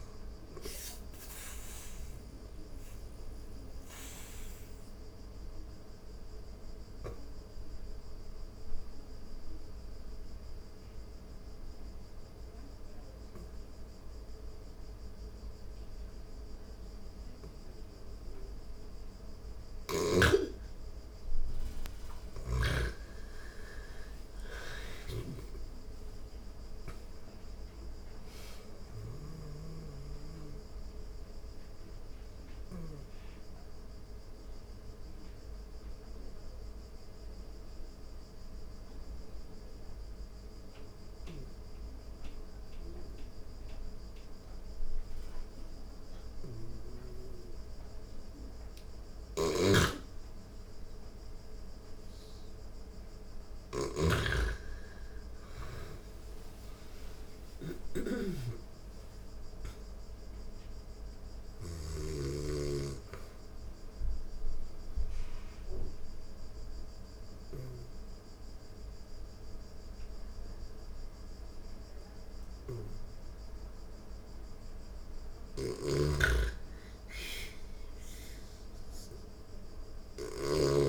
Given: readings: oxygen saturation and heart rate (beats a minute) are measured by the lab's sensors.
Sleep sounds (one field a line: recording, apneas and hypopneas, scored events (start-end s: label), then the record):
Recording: breathing in sleep by a room microphone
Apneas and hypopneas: 3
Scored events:
0.00-12.00 s: oxygen desaturation (device-marked, oxygen 88% lowest)
4.50-19.50 s: obstructive apnea (oxygen 97% before, 85% lowest)
22.00-25.50 s: arousal
24.00-32.00 s: snoring (device-marked)
25.00-43.00 s: oxygen desaturation (device-marked, oxygen 98% before, 85% lowest)
29.00-48.50 s: mixed apnea (oxygen 98% before, 85% lowest)
48.50-67.00 s: snoring (device-marked)
52.50-57.50 s: arousal
53.00-74.00 s: oxygen desaturation (device-marked, oxygen 99% before, 85% lowest)
62.50-74.00 s: obstructive apnea (oxygen 99% before, 85% lowest)
74.50-80.00 s: snoring (device-marked)
75.50-78.50 s: arousal
From the record:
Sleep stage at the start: N2 (light sleep)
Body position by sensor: on the back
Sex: female